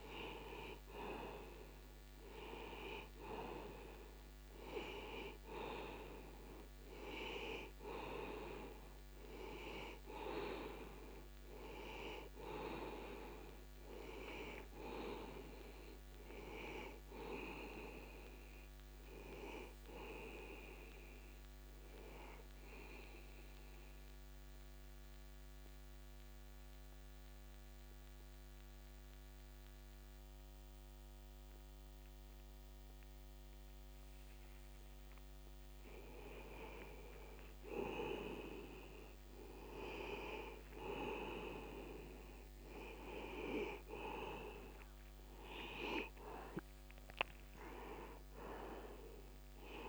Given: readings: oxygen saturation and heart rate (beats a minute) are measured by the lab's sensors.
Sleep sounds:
breathing in sleep by a microphone on the trachea; 1
0.00-15.50 s: oxygen desaturation (device-marked, oxygen 91% lowest, heart rate 65 extreme)
21.00-37.00 s: obstructive apnea (oxygen 99% before, 90% lowest, heart rate 77 before, 64 extreme, up 9 after)
39.00-44.00 s: arousal
47.50-49.89 s: oxygen desaturation (device-marked, oxygen 97% before, 90% lowest, heart rate 76 before, 63 extreme)
From the record:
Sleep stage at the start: N2 (light sleep); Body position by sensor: on the back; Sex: male

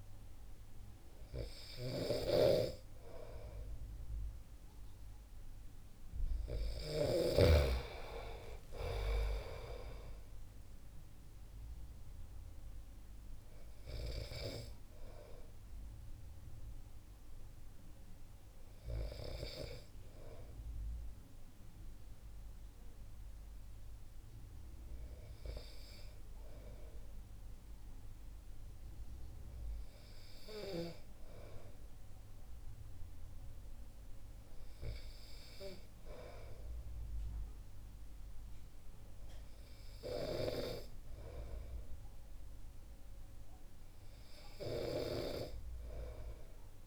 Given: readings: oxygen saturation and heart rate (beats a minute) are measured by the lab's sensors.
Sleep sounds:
breathing in sleep by a room microphone; none
2.00-7.50 s: snoring (device-marked)
From the record:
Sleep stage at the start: N2 (light sleep); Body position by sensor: on the back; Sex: male

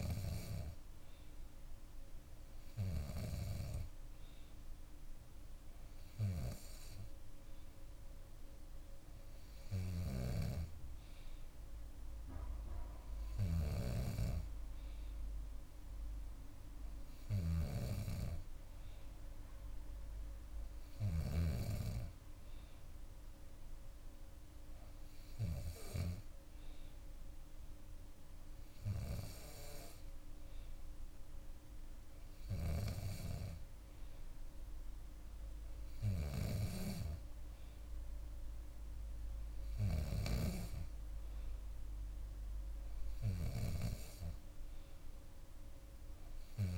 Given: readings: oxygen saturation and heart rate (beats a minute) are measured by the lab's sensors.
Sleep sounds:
breathing in sleep by a room microphone; none
13.50-21.50 s: snoring (device-marked)
36.00-40.00 s: snoring (device-marked)
From the record:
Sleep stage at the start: N2 (light sleep); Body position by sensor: on the back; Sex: female

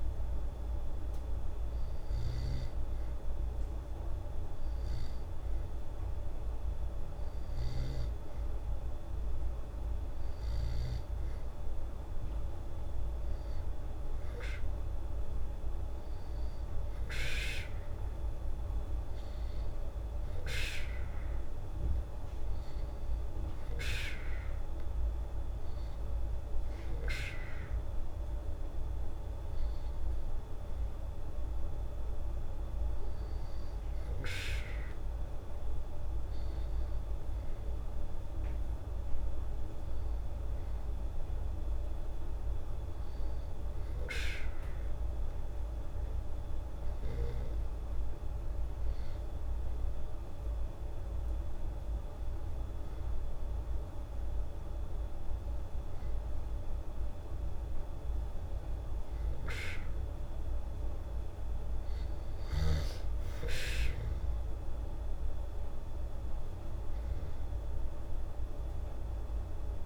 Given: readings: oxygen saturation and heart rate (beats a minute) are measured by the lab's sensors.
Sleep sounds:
breathing in sleep, hard to hear, by a room microphone; none
none scored
From the record:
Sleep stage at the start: N2 (light sleep); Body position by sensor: on the back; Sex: female

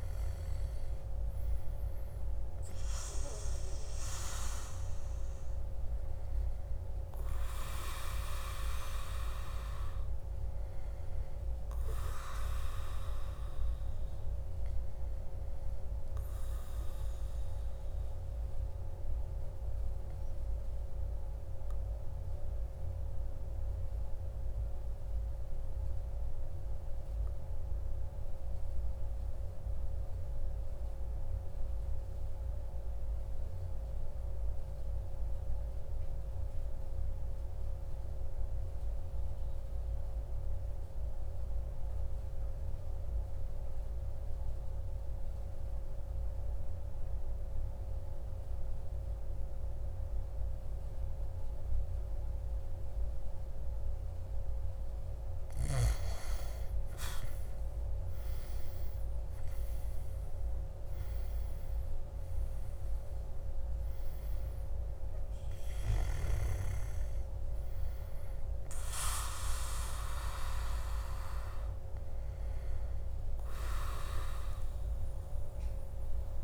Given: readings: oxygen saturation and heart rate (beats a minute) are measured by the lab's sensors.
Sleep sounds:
breathing in sleep by a room microphone; 1
0.00-7.50 s: oxygen desaturation (device-marked, oxygen 95% lowest, heart rate 55 extreme)
17.50-55.00 s: mixed apnea (oxygen 99% before, 90% lowest, heart rate 57 before, 55 extreme, up 13 after)
43.50-76.44 s: oxygen desaturation (device-marked, oxygen 99% before, 90% lowest, heart rate 56 before, 56 extreme)
58.50-63.00 s: arousal
From the record:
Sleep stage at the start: N2 (light sleep); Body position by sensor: on the back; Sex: male

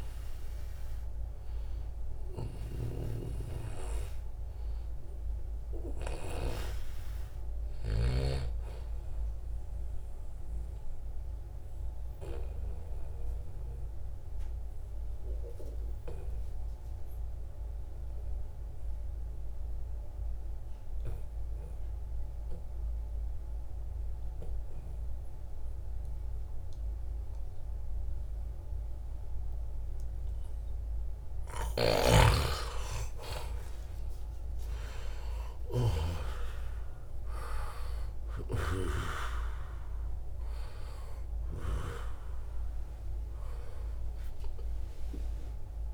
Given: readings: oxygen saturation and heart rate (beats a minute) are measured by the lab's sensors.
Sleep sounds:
breathing in sleep by a room microphone; 1
0.00-13.50 s: oxygen desaturation (device-marked, oxygen 88% lowest, heart rate 68 extreme)
10.00-30.50 s: obstructive apnea (oxygen 95% before, 90% lowest, heart rate 81 before, 72 extreme, up 13 after)
32.00-35.50 s: arousal
34.00-36.00 s: long interval between heartbeats (device-marked, heart rate 74 before, 81 extreme)
43.50-45.94 s: oxygen desaturation (device-marked, oxygen 96% before, 90% lowest, heart rate 78 before, 79 extreme)
From the record:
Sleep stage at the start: N2 (light sleep); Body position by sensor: on the back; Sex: male

